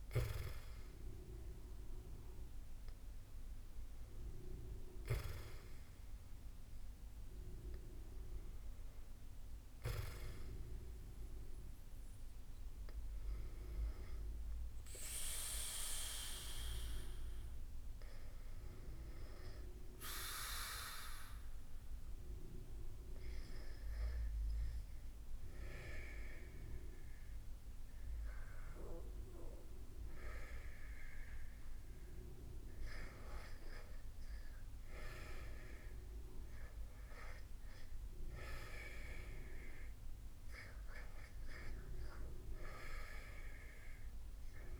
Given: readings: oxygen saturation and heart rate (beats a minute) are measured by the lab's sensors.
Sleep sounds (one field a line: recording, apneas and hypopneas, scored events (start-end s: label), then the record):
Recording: breathing in sleep by a room microphone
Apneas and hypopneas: 1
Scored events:
17.50-31.50 s: hypopnea (oxygen 97% before, 91% lowest, heart rate 73 before, 70 extreme, up 8 after)
33.50-37.50 s: arousal
From the record:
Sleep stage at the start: N2 (light sleep)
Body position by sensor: on the back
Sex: male